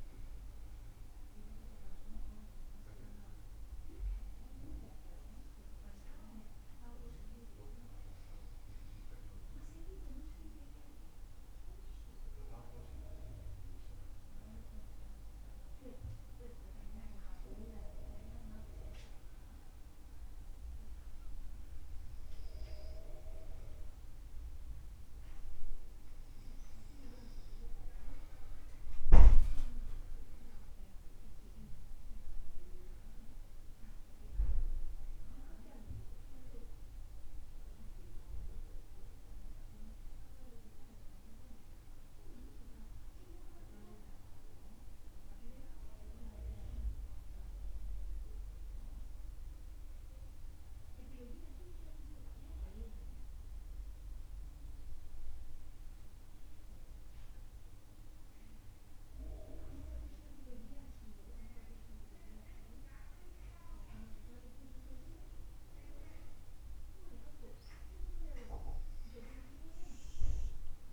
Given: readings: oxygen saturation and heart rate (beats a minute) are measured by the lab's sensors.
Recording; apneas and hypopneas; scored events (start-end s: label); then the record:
breathing in sleep by a room microphone; none
none scored
From the record:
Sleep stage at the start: N2 (light sleep); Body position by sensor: on the back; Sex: male